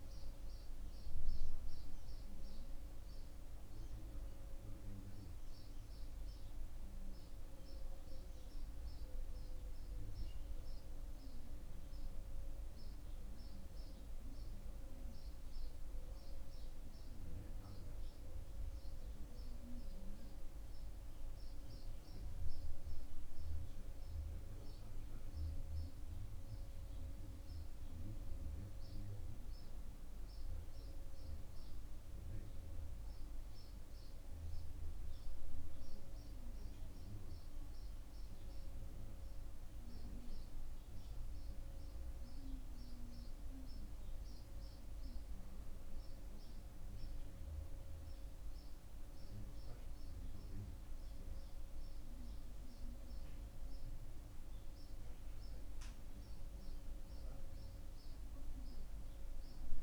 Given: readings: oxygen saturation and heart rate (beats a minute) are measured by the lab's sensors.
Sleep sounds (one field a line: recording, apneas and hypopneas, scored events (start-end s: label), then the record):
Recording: a person awake in a sleep study, hard to hear, by a room microphone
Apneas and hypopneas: none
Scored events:
none scored
From the record:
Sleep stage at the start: awake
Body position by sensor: on the back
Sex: male